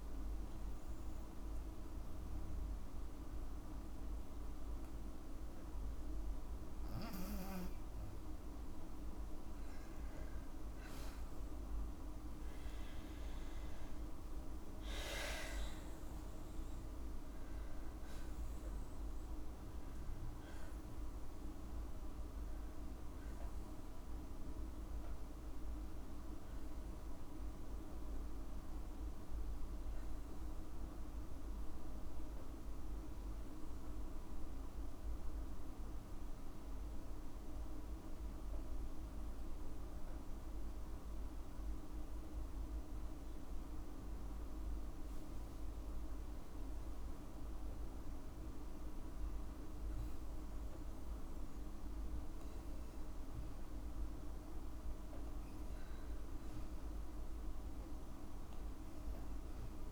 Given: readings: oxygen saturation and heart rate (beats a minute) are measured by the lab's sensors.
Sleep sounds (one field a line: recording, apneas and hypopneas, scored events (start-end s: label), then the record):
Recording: breathing in sleep, hard to hear, by a room microphone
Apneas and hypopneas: 1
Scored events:
11.50-16.00 s: arousal
19.50-21.50 s: long interval between heartbeats (device-marked, heart rate 54 before, 67 extreme)
26.00-28.00 s: long interval between heartbeats (device-marked, heart rate 59 before, 64 extreme)
29.00-31.00 s: long interval between heartbeats (device-marked, heart rate 61 before, 71 extreme)
37.50-48.50 s: obstructive apnea (oxygen 98% before, 94% lowest, heart rate 65 before, 51 extreme, up 2 after)
50.50-53.50 s: arousal
From the record:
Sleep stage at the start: N2 (light sleep)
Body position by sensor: on the back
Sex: female